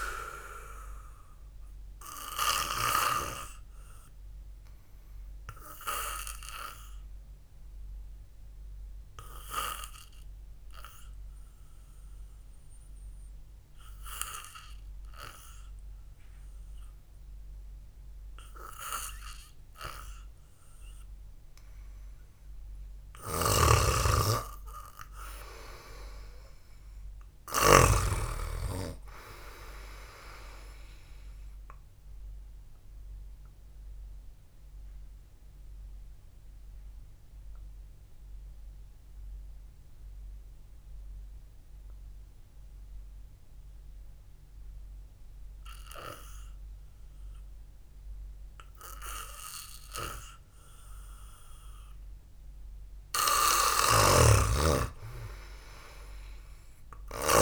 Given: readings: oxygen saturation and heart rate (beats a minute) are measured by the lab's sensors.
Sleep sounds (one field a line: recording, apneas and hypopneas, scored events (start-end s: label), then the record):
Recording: breathing in sleep by a room microphone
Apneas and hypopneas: 2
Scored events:
2.50-23.50 s: oxygen desaturation (device-marked, oxygen 96% before, 90% lowest, heart rate 61 before, 54 extreme)
6.50-22.50 s: hypopnea (oxygen 96% before, 90% lowest, heart rate 60 before, 54 extreme)
23.50-28.50 s: snoring (device-marked)
24.00-27.50 s: arousal
34.00-51.00 s: obstructive apnea (oxygen 96% before, 90% lowest, heart rate 61 before, 53 extreme)
44.50-55.50 s: oxygen desaturation (device-marked, oxygen 95% before, 92% lowest, heart rate 58 before, 53 extreme)
54.00-57.42 s: snoring (device-marked)
54.50-57.42 s: arousal
From the record:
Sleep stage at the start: N2 (light sleep)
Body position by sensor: on the back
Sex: male